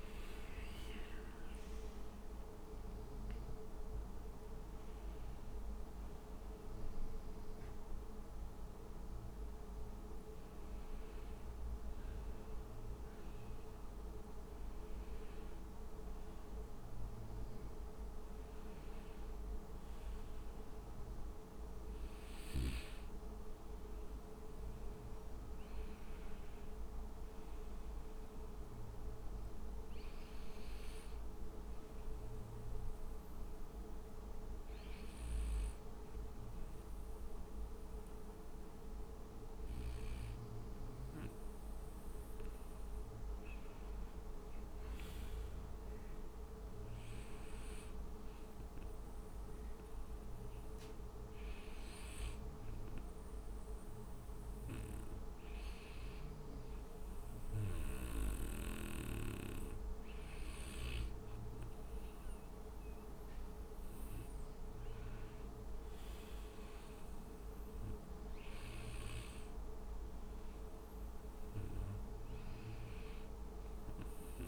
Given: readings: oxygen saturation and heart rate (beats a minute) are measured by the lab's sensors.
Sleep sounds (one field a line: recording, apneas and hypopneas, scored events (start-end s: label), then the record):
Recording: breathing in sleep, hard to hear, by a room microphone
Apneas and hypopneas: 1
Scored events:
7.00-74.48 s: new sleep stage, REM sleep
30.50-43.00 s: hypopnea (oxygen 97% before, 93% lowest, heart rate 58 before, 58 extreme, up 8 after)
45.50-49.00 s: arousal
From the record:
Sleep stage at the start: N2 (light sleep)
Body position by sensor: on the back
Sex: male